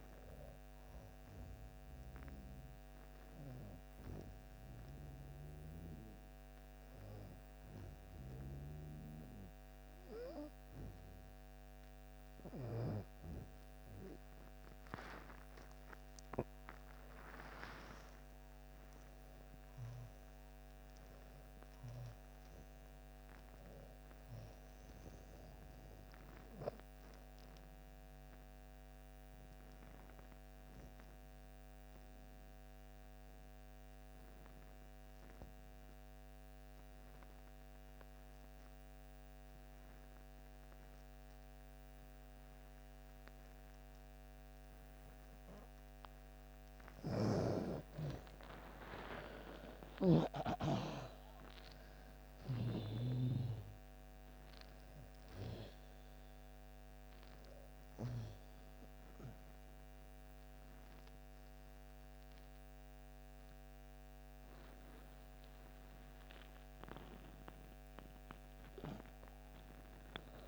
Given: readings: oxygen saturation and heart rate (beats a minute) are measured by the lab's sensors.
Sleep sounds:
a person partly awake in a sleep study, by a microphone on the trachea; 2
0.00-3.00 s: oxygen desaturation (device-marked, oxygen 78% lowest)
2.00-15.50 s: hypopnea (oxygen 94% before, 80% lowest)
4.00-34.00 s: new sleep stage, N1 (lightest sleep)
16.00-20.00 s: arousal
17.00-30.00 s: oxygen desaturation (device-marked, oxygen 97% before, 91% lowest)
27.00-45.00 s: obstructive apnea (oxygen 99% before, 80% lowest)
34.00-70.48 s: new sleep stage, N2 (light sleep)
41.00-70.48 s: oxygen desaturation (device-marked, oxygen 97% before, 80% lowest)
46.50-53.00 s: snoring (device-marked)
47.00-51.50 s: arousal
From the record:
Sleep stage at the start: awake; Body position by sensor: on the back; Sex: female

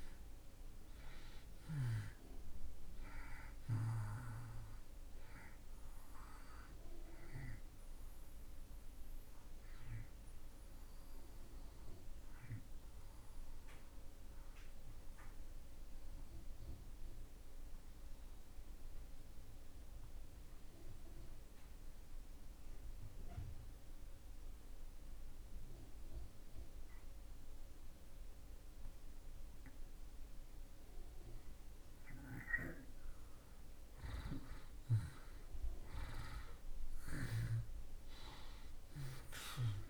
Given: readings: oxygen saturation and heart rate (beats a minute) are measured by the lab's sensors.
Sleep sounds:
breathing in sleep by a room microphone; 1
0.00-22.50 s: oxygen desaturation (device-marked, oxygen 77% lowest)
14.50-31.50 s: obstructive apnea (oxygen 96% before, 77% lowest)
33.50-38.50 s: arousal
From the record:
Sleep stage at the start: N2 (light sleep); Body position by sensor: on the back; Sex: male

